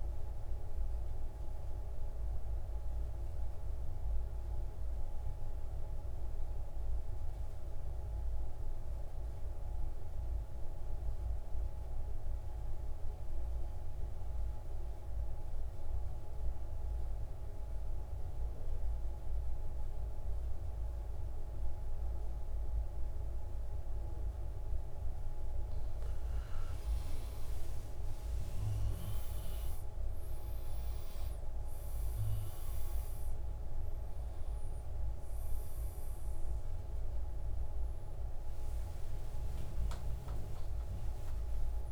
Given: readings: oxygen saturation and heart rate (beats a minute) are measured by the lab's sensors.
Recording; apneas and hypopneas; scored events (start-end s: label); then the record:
breathing in sleep, hard to hear, by a room microphone; 1
0.00-9.00 s: oxygen desaturation (device-marked, oxygen 92% lowest, heart rate 57 extreme)
0.50-25.50 s: central apnea (oxygen 97% before, 90% lowest, heart rate 65 before, 60 extreme, up 11 after)
24.00-41.92 s: oxygen desaturation (device-marked, oxygen 96% before, 90% lowest, heart rate 62 before, 59 extreme)
27.00-32.50 s: arousal
From the record:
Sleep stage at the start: N2 (light sleep); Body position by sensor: on the right side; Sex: male